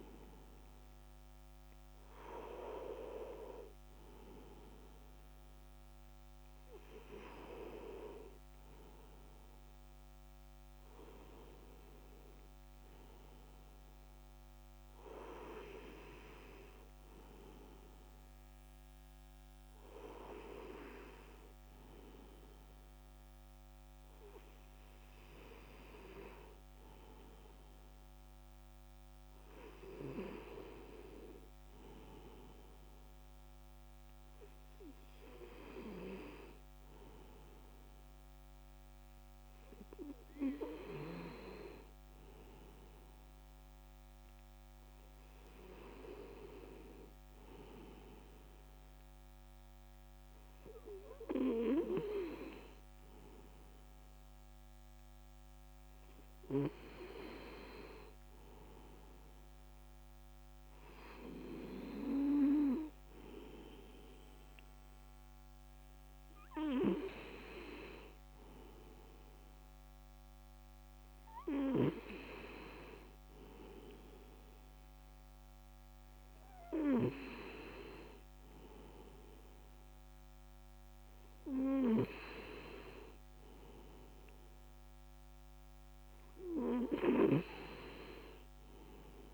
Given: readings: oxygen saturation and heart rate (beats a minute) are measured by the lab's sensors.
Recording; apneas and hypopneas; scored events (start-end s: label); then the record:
breathing in sleep by a microphone on the trachea; none
none scored
From the record:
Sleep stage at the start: N2 (light sleep); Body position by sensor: on the back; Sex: male